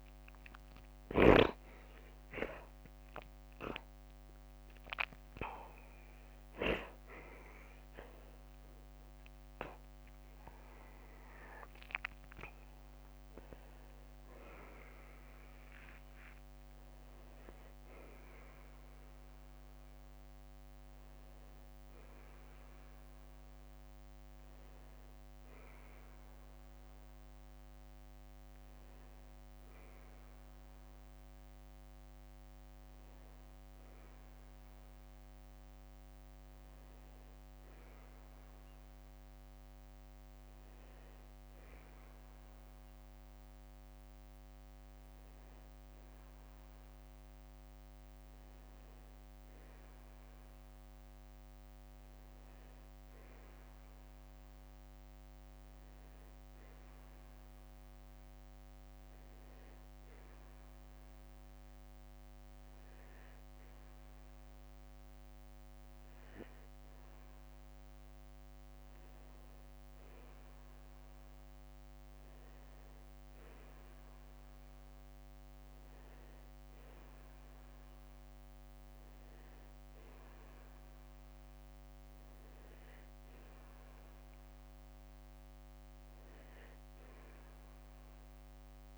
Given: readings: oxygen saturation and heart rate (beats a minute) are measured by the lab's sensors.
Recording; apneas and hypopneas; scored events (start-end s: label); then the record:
a person awake in a sleep study, by a microphone on the trachea; none
37.50-39.50 s: long interval between heartbeats (device-marked, heart rate 59 before, 62 extreme)
60.00-88.97 s: new sleep stage, N1 (lightest sleep)
From the record:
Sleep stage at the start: awake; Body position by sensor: on the back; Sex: male